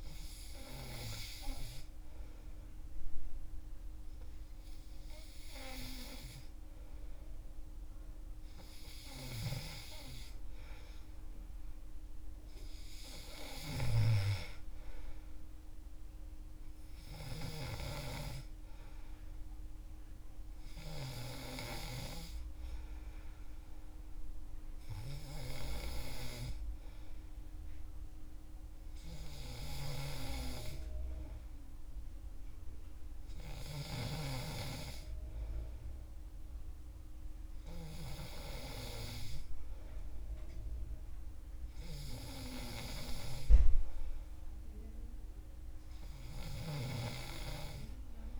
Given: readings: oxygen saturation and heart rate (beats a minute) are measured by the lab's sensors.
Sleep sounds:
breathing in sleep by a room microphone; none
none scored
From the record:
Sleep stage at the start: N3 (deep sleep); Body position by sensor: on the back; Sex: male

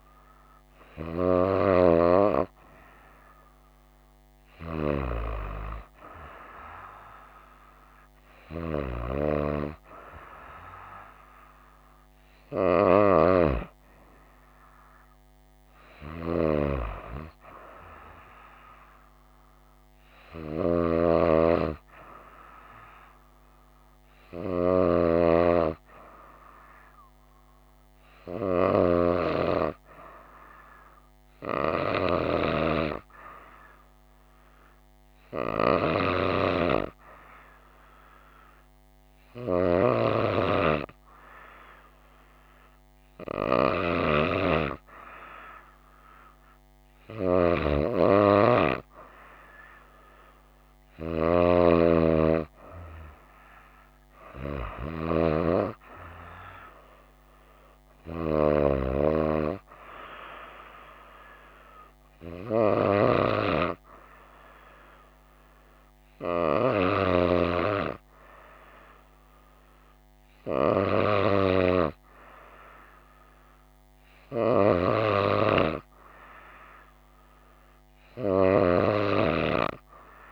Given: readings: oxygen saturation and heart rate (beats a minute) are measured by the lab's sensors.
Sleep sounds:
breathing in sleep by a microphone on the trachea; none
none scored
From the record:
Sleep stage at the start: N2 (light sleep); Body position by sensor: on the right side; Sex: female

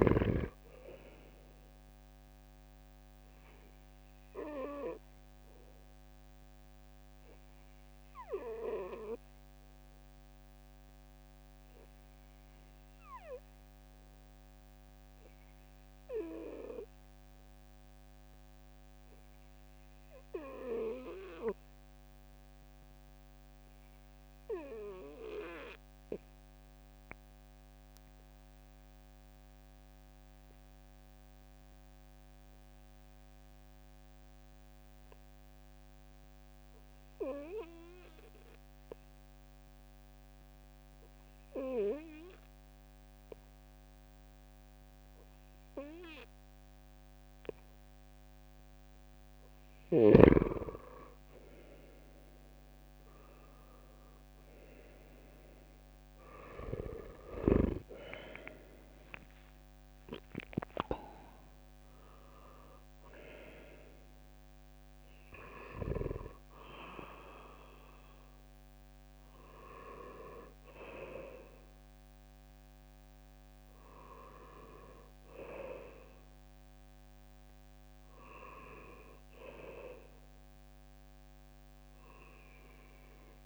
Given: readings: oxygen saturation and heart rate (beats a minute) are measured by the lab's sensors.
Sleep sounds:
breathing in sleep by a microphone on the trachea; 1
6.50-47.00 s: obstructive apnea (oxygen 98% before, 91% lowest, heart rate 67 before, 61 extreme, up 6 after)
8.50-19.50 s: oxygen desaturation (device-marked, oxygen 96% before, 93% lowest, heart rate 67 before, 64 extreme)
55.50-60.00 s: arousal
59.00-60.50 s: leg movement (device-marked)
80.50-83.46 s: oxygen desaturation (device-marked, oxygen 95% before, 91% lowest, heart rate 65 before, 63 extreme)
From the record:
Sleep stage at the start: N2 (light sleep); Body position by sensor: on the right side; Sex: male

